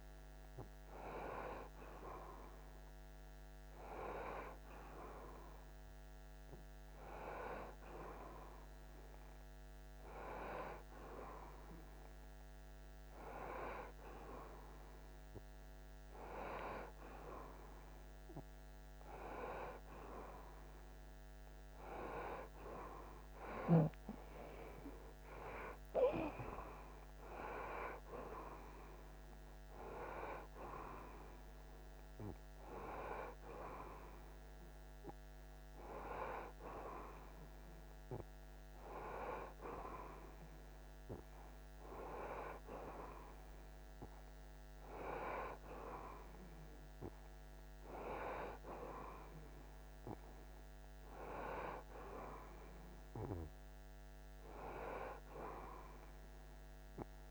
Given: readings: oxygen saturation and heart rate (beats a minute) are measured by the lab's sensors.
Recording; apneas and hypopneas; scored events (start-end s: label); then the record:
breathing in sleep by a microphone on the trachea; none
none scored
From the record:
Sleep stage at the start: N1 (lightest sleep); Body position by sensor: on the right side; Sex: male